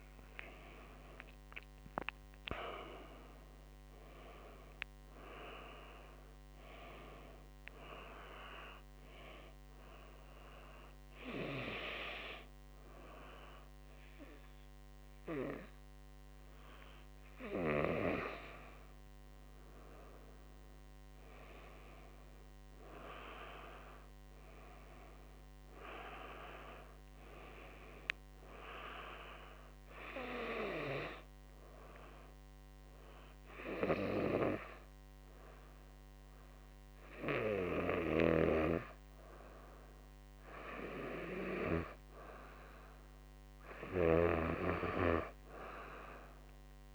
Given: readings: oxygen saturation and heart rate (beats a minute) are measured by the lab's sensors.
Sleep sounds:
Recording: breathing in sleep by a microphone on the trachea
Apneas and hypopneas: 2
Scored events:
9.00-19.00 s: hypopnea (oxygen 97% before, 93% lowest, heart rate 58 before, 50 extreme, up 10 after)
22.00-25.50 s: arousal
30.00-42.50 s: hypopnea (oxygen 96% before, 92% lowest, heart rate 56 before, 50 extreme, up 8 after)
44.50-46.95 s: arousal
From the record:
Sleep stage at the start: N2 (light sleep)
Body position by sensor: on the back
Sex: male

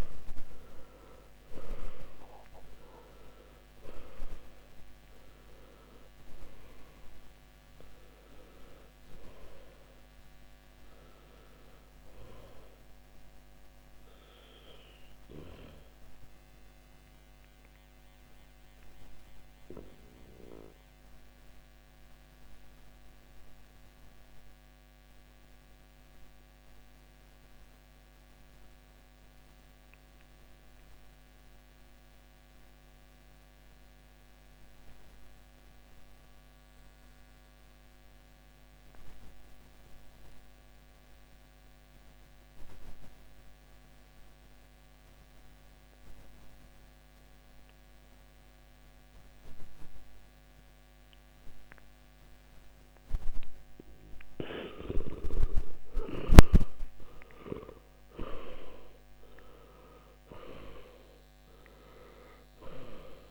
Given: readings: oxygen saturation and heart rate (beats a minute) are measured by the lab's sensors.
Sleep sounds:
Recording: breathing in sleep by a microphone on the trachea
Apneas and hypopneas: 1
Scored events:
0.00-1.00 s: arousal
0.00-34.50 s: oxygen desaturation (device-marked, oxygen 79% lowest, heart rate 55 extreme)
17.00-54.50 s: obstructive apnea (oxygen 96% before, 79% lowest, heart rate 73 before, 55 extreme, up 15 after)
52.50-63.31 s: oxygen desaturation (device-marked, oxygen 98% before, 79% lowest, heart rate 57 before, 55 extreme)
55.00-58.50 s: arousal
From the record:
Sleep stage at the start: N2 (light sleep)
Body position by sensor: on the back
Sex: male

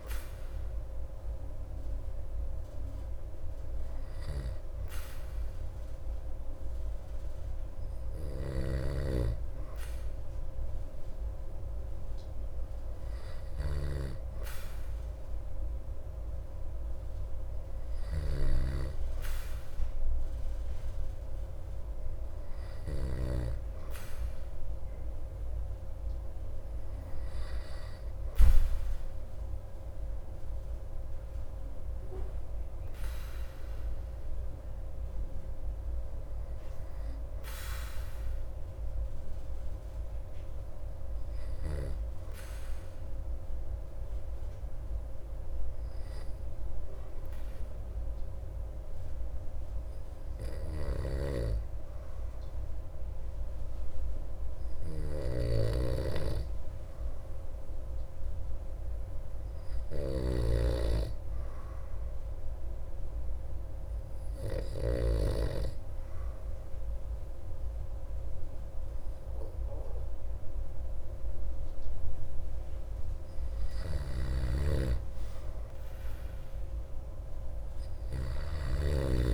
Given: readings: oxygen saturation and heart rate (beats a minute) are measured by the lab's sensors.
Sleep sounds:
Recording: breathing in sleep by a room microphone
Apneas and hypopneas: 2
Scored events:
8.50-18.50 s: snoring (device-marked)
40.00-52.00 s: hypopnea (oxygen 96% before, 92% lowest)
51.00-65.00 s: snoring (device-marked)
56.50-60.00 s: arousal
62.50-74.50 s: hypopnea (oxygen 96% before, 92% lowest)
74.00-79.34 s: snoring (device-marked)
77.00-79.34 s: arousal
From the record:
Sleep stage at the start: N2 (light sleep)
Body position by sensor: on the back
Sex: male

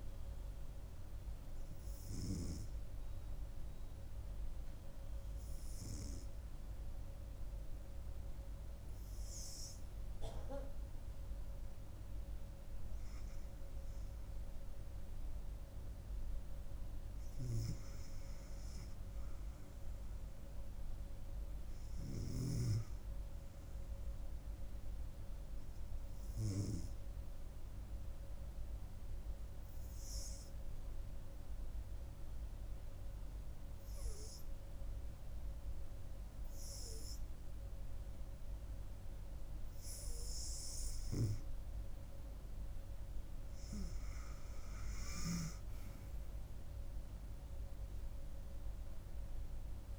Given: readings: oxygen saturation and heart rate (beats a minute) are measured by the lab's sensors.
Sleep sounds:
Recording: breathing in sleep by a room microphone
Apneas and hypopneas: 2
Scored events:
2.50-13.50 s: hypopnea (oxygen 96% before, 91% lowest, heart rate 70 before, 67 extreme, up 3 after)
15.50-19.00 s: arousal
25.50-41.50 s: hypopnea (oxygen 96% before, 90% lowest, heart rate 69 before, 64 extreme, up 6 after)
43.00-46.50 s: arousal
46.50-49.99 s: oxygen desaturation (device-marked, oxygen 96% before, 91% lowest, heart rate 69 before, 64 extreme)
From the record:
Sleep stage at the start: N2 (light sleep)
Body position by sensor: on the back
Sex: female

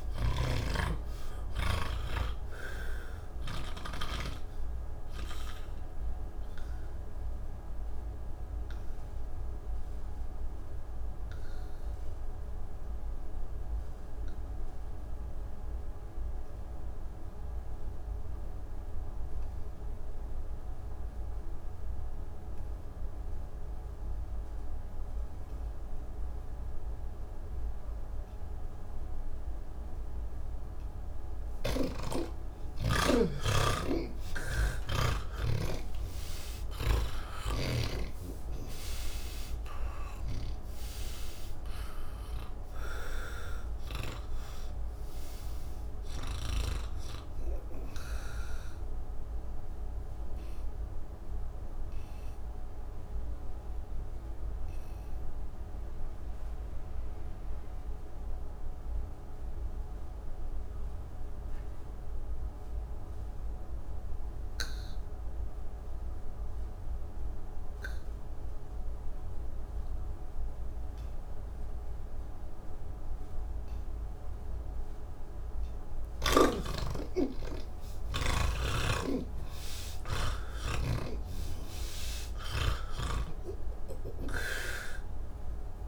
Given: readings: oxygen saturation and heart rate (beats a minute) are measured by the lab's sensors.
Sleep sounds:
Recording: breathing in sleep by a room microphone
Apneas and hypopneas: 2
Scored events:
0.00-2.00 s: snoring (device-marked)
0.00-20.00 s: oxygen desaturation (device-marked, oxygen 79% lowest, heart rate 43 extreme)
5.00-31.00 s: obstructive apnea (oxygen 98% before, 78% lowest, heart rate 138 before, 43 extreme)
17.00-85.88 s: new sleep stage, N3 (deep sleep)
29.00-65.00 s: oxygen desaturation (device-marked, oxygen 98% before, 78% lowest, heart rate 135 before, 58 extreme)
46.50-74.50 s: obstructive apnea (oxygen 98% before, 78% lowest, heart rate 95 before, 86 extreme, up 18 after)
67.00-82.00 s: oxygen desaturation (device-marked, oxygen 99% before, 89% lowest, heart rate 105 before, 98 extreme)
From the record:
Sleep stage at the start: N1 (lightest sleep)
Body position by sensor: on the back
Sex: male

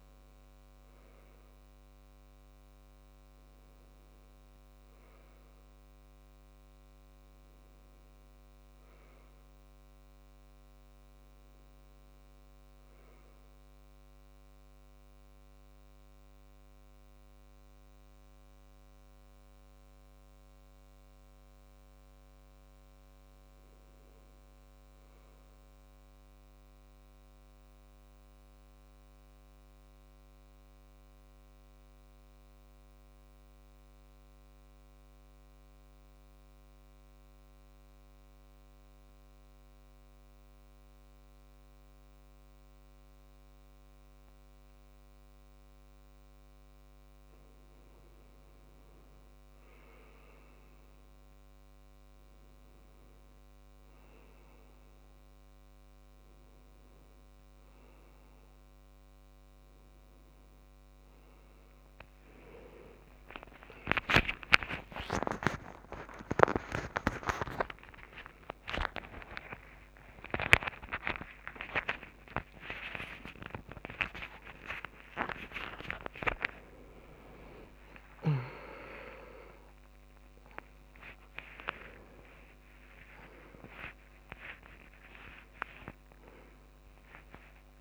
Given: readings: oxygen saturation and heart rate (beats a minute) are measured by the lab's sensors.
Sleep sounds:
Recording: a person partly awake in a sleep study, by a microphone on the trachea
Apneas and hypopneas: 2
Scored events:
0.00-15.00 s: oxygen desaturation (device-marked, oxygen 90% lowest, heart rate 67 extreme)
7.50-10.50 s: arousal
14.50-24.50 s: central apnea (oxygen 97% before, 89% lowest, heart rate 71 before, 67 extreme, up 5 after)
25.50-27.50 s: arousal
29.00-46.00 s: mixed apnea (oxygen 99% before, 89% lowest, heart rate 71 before, 68 extreme, up 3 after)
42.00-84.00 s: oxygen desaturation (device-marked, oxygen 99% before, 89% lowest, heart rate 70 before, 69 extreme)
62.00-87.81 s: new sleep stage, awake
64.00-74.00 s: snoring (device-marked)
From the record:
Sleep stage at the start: N2 (light sleep)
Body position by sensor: on the back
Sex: male

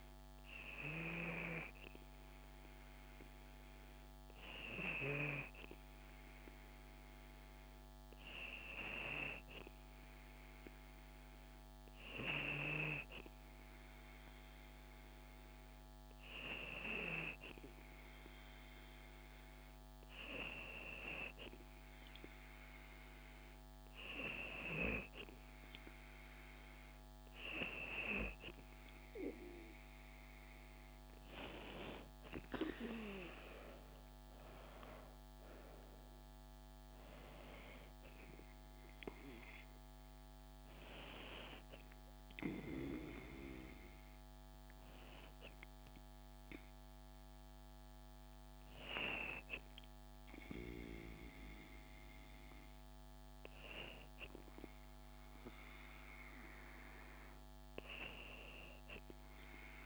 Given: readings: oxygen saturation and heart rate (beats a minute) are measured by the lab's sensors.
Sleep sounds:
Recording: breathing in sleep by a microphone on the trachea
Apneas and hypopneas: none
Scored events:
none scored
From the record:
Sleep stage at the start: N2 (light sleep)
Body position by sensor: on the back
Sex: female

